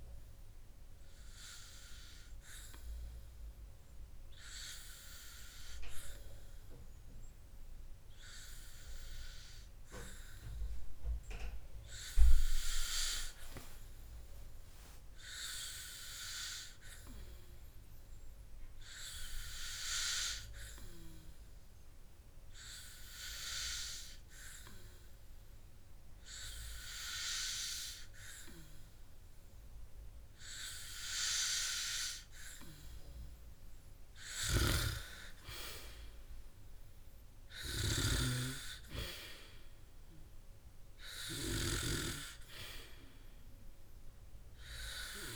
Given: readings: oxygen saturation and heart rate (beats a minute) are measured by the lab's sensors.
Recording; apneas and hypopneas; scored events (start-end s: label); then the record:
breathing in sleep by a room microphone; 1
2.50-32.00 s: hypopnea (oxygen 98% before, 94% lowest, heart rate 64 before, 53 extreme, up 12 after)
35.00-39.00 s: snoring (device-marked)
37.00-40.50 s: arousal
From the record:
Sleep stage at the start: N2 (light sleep); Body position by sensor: on the back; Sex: male